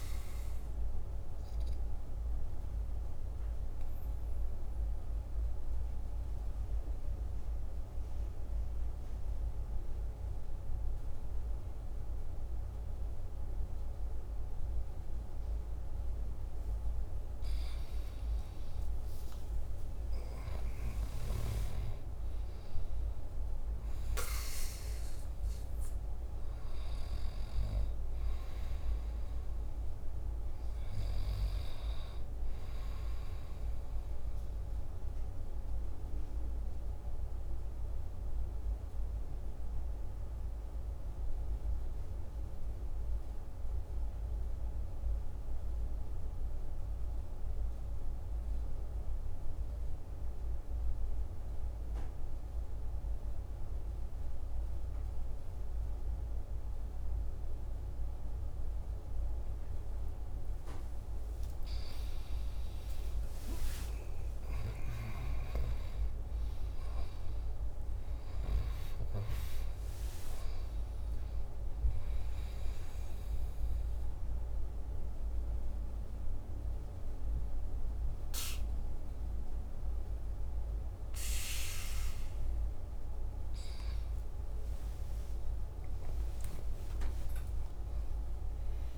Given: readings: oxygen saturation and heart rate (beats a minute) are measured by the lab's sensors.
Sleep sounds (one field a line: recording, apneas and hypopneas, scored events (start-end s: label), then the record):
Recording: breathing in sleep, hard to hear, by a room microphone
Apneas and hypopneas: 2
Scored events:
2.00-16.50 s: obstructive apnea (oxygen 99% before, 93% lowest, heart rate 51 before, 47 extreme, up 10 after)
18.50-23.00 s: arousal
35.00-59.50 s: obstructive apnea (oxygen 98% before, 91% lowest, heart rate 52 before, 46 extreme, up 11 after)
60.50-64.50 s: arousal
62.00-88.98 s: oxygen desaturation (device-marked, oxygen 98% before, 91% lowest, heart rate 48 before, 46 extreme)
84.50-88.50 s: arousal
From the record:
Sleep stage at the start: N2 (light sleep)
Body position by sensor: on the back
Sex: male